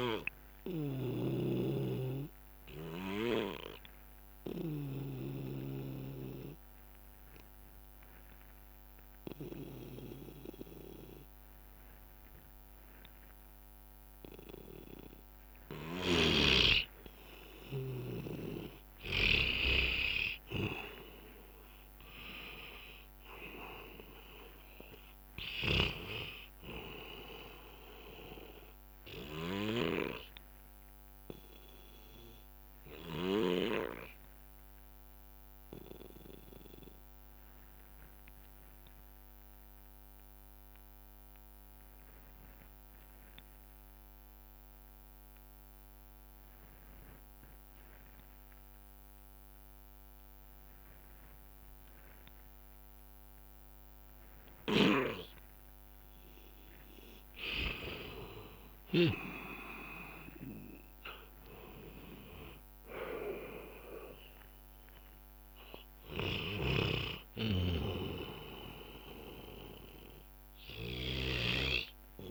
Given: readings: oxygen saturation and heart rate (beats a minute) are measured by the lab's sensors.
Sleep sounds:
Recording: breathing in sleep by a microphone on the trachea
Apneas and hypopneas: 2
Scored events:
0.00-5.00 s: snoring (device-marked)
1.00-16.00 s: obstructive apnea (oxygen 96% before, 89% lowest, heart rate 64 before, 57 extreme, up 15 after)
6.00-10.00 s: bradycardia (device-marked, heart rate 68 before, 59 extreme)
19.00-22.50 s: arousal
22.00-40.00 s: oxygen desaturation (device-marked, oxygen 96% before, 91% lowest, heart rate 62 before, 57 extreme)
29.00-32.00 s: bradycardia (device-marked, heart rate 68 before, 63 extreme)
32.50-56.00 s: obstructive apnea (oxygen 96% before, 89% lowest, heart rate 67 before, 54 extreme, up 13 after)
33.00-35.00 s: bradycardia (device-marked, heart rate 68 before, 57 extreme)
37.00-40.00 s: bradycardia (device-marked, heart rate 68 before, 59 extreme)
42.00-44.00 s: bradycardia (device-marked, heart rate 68 before, 59 extreme)
53.00-72.31 s: oxygen desaturation (device-marked, oxygen 98% before, 89% lowest, heart rate 60 before, 54 extreme)
54.50-59.00 s: snoring (device-marked)
58.00-62.50 s: arousal
61.00-72.31 s: drop in pulse transit time (device-marked, heart rate 62 before, 60 extreme)
66.00-72.31 s: snoring (device-marked)
70.00-72.31 s: bradycardia (device-marked, heart rate 68 before, 54 extreme)
From the record:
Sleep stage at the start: N2 (light sleep)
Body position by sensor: on the back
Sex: male

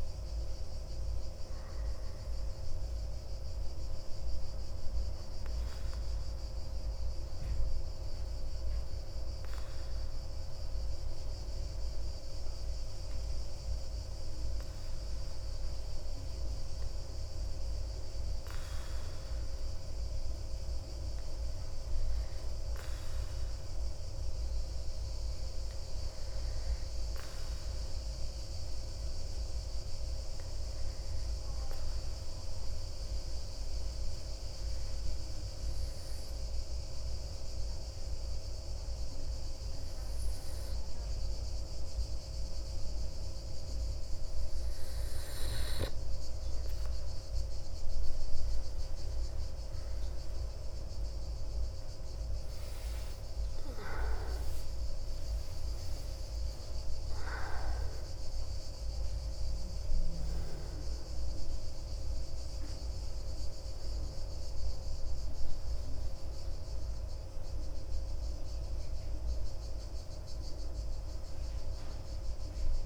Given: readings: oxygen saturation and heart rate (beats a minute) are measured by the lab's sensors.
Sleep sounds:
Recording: breathing in sleep, hard to hear, by a room microphone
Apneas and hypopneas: 1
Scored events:
27.50-45.50 s: obstructive apnea (oxygen 98% before, 93% lowest)
49.50-67.50 s: oxygen desaturation (device-marked, oxygen 97% before, 93% lowest)
51.00-56.50 s: arousal
From the record:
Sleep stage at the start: N2 (light sleep)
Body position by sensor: on the back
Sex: male

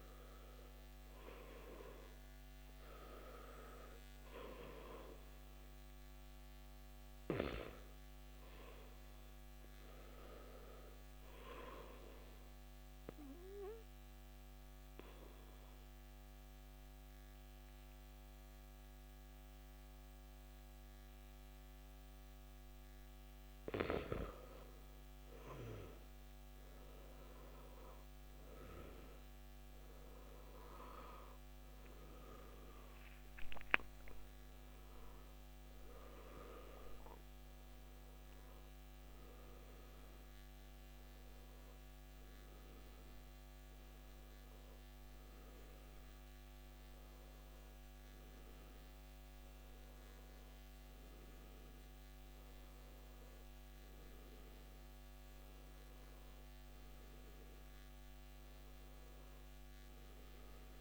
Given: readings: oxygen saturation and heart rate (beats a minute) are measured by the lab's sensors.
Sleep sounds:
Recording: breathing in sleep by a microphone on the trachea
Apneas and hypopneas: 1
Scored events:
0.00-1.00 s: arousal
0.00-30.00 s: oxygen desaturation (device-marked, oxygen 92% lowest, heart rate 56 extreme)
14.00-26.50 s: obstructive apnea (oxygen 99% before, 92% lowest, heart rate 58 before, 57 extreme, up 11 after)
30.00-34.00 s: arousal
37.00-60.81 s: new sleep stage, N1 (lightest sleep)
From the record:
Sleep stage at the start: N2 (light sleep)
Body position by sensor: on the back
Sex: male

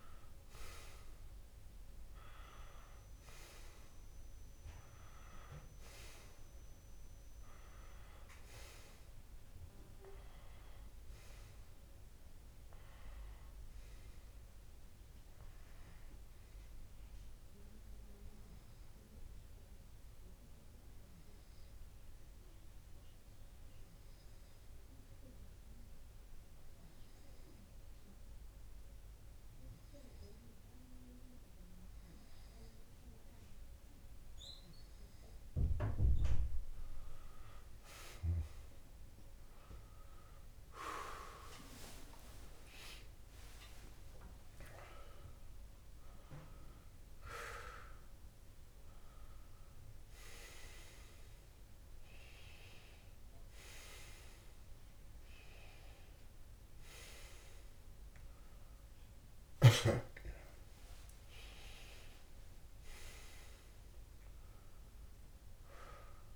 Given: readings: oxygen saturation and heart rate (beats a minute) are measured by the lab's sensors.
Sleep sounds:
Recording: breathing in sleep by a room microphone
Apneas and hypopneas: 1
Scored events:
17.50-34.50 s: hypopnea (oxygen 99% before, 96% lowest)
40.00-44.00 s: arousal
62.50-66.36 s: arousal
From the record:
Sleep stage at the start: N2 (light sleep)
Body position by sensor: on the left side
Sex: male

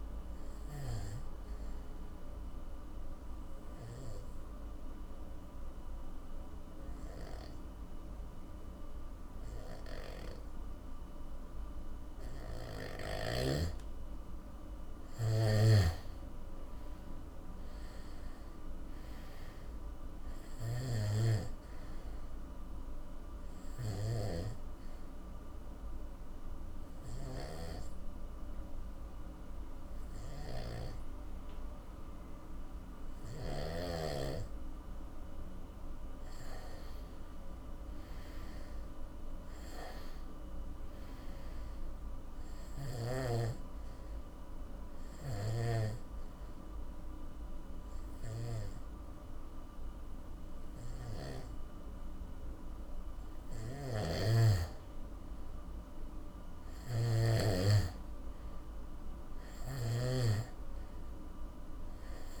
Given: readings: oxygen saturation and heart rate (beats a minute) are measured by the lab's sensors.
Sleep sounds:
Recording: breathing in sleep by a room microphone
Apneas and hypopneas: 3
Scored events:
0.00-13.00 s: oxygen desaturation (device-marked, oxygen 88% lowest, heart rate 51 extreme)
1.00-14.00 s: obstructive apnea (oxygen 97% before, 86% lowest, heart rate 60 before, 52 extreme, up 19 after)
15.50-33.50 s: snoring (device-marked)
17.00-20.00 s: arousal
21.00-37.00 s: oxygen desaturation (device-marked, oxygen 97% before, 86% lowest, heart rate 57 before, 48 extreme)
22.50-35.50 s: obstructive apnea (oxygen 97% before, 86% lowest, heart rate 58 before, 48 extreme, up 15 after)
37.00-40.00 s: arousal
44.00-54.50 s: obstructive apnea (oxygen 97% before, 87% lowest, heart rate 59 before, 48 extreme, up 14 after)
45.00-62.40 s: snoring (device-marked)
46.00-60.00 s: oxygen desaturation (device-marked, oxygen 97% before, 88% lowest, heart rate 60 before, 52 extreme)
56.00-60.00 s: arousal
From the record:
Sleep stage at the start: N2 (light sleep)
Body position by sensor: on the back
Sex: male

